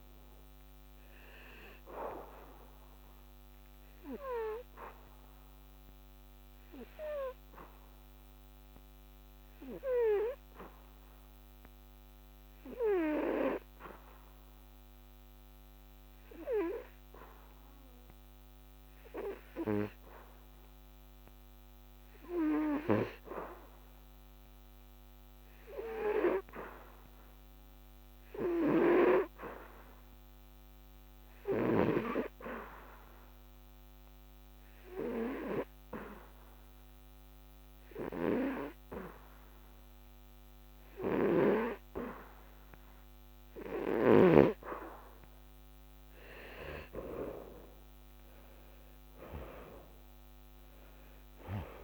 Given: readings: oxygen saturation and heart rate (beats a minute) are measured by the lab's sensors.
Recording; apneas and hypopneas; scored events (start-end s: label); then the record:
breathing in sleep by a microphone on the trachea; 1
0.00-6.50 s: oxygen desaturation (device-marked, oxygen 90% lowest, heart rate 70 extreme)
4.50-44.00 s: hypopnea (oxygen 96% before, 90% lowest, heart rate 81 before, 70 extreme, up 11 after)
27.50-50.50 s: oxygen desaturation (device-marked, oxygen 99% before, 91% lowest, heart rate 78 before, 72 extreme)
45.50-49.50 s: arousal
From the record:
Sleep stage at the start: N2 (light sleep); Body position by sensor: on the back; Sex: male